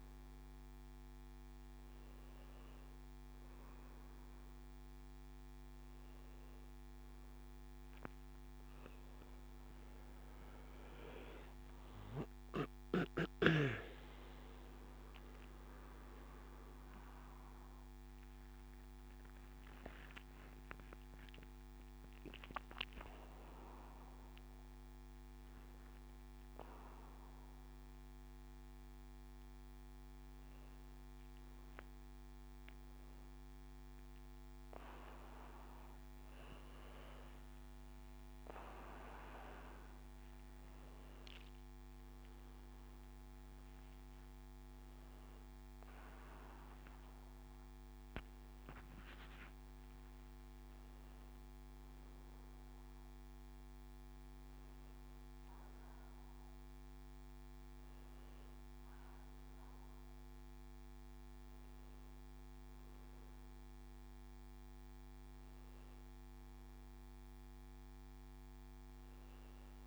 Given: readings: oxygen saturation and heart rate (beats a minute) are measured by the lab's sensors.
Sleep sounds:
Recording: a person awake in a sleep study, by a microphone on the trachea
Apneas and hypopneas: none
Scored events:
2.00-69.87 s: new sleep stage, awake
From the record:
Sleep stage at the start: N2 (light sleep)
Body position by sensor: on the back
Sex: male

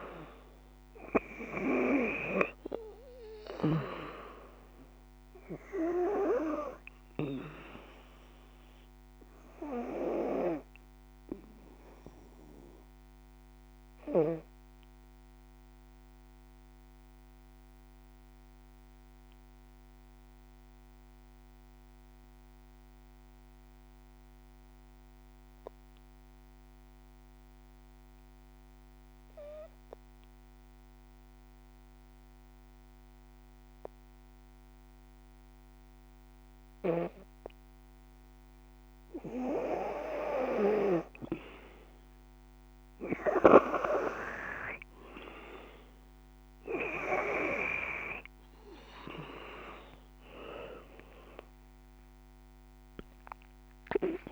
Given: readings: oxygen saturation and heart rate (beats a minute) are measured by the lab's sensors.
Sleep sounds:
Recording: breathing in sleep by a microphone on the trachea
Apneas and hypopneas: 1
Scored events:
0.00-25.50 s: oxygen desaturation (device-marked, oxygen 80% lowest, heart rate 50 extreme)
11.00-37.00 s: obstructive apnea (oxygen 97% before, 80% lowest, heart rate 61 before, 49 extreme, up 1 after)
37.50-54.32 s: oxygen desaturation (device-marked, oxygen 97% before, 81% lowest, heart rate 60 before, 49 extreme)
38.00-42.00 s: arousal
From the record:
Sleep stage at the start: N2 (light sleep)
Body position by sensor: on the back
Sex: female

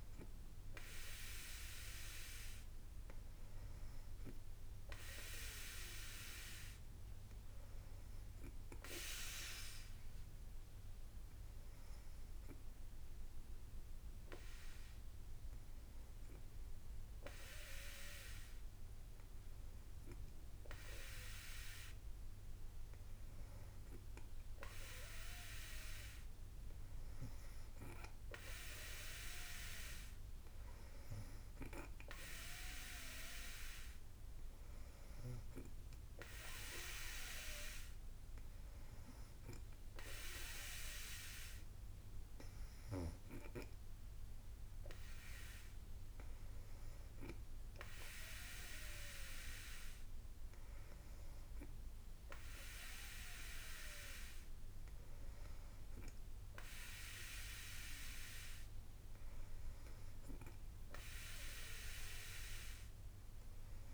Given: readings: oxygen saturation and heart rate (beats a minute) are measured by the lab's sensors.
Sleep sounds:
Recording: breathing in sleep by a room microphone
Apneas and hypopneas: 1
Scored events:
10.50-21.50 s: hypopnea (oxygen 95% before, 93% lowest, heart rate 56 before, 55 extreme, up 1 after)
17.50-28.50 s: drop in pulse transit time (device-marked, heart rate 56 before, 56 extreme)
57.50-59.50 s: long interval between heartbeats (device-marked, heart rate 55 before, 58 extreme)
From the record:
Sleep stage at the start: N2 (light sleep)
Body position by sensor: on the back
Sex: female

